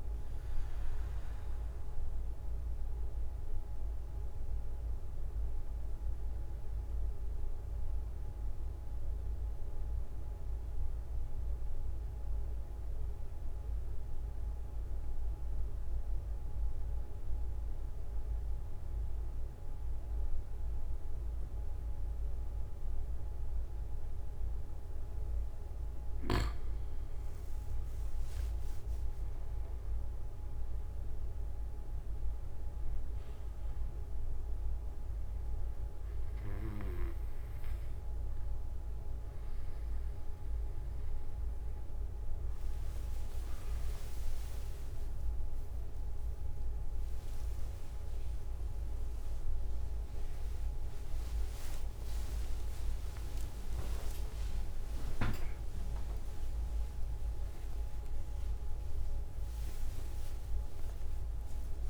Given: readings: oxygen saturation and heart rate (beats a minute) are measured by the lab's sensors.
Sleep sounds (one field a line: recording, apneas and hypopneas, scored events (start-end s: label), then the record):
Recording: a person partly awake in a sleep study, hard to hear, by a room microphone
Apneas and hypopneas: 1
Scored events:
1.00-25.00 s: obstructive apnea (oxygen 97% before, 90% lowest)
12.50-14.50 s: long interval between heartbeats (device-marked)
25.50-27.50 s: long interval between heartbeats (device-marked)
27.50-31.00 s: arousal
31.50-61.50 s: oxygen desaturation (device-marked, oxygen 97% before, 90% lowest)
39.50-61.90 s: new sleep stage, awake
44.50-46.50 s: long interval between heartbeats (device-marked)
51.00-53.00 s: long interval between heartbeats (device-marked)
53.50-55.50 s: long interval between heartbeats (device-marked)
From the record:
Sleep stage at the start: N2 (light sleep)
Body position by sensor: on the back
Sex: male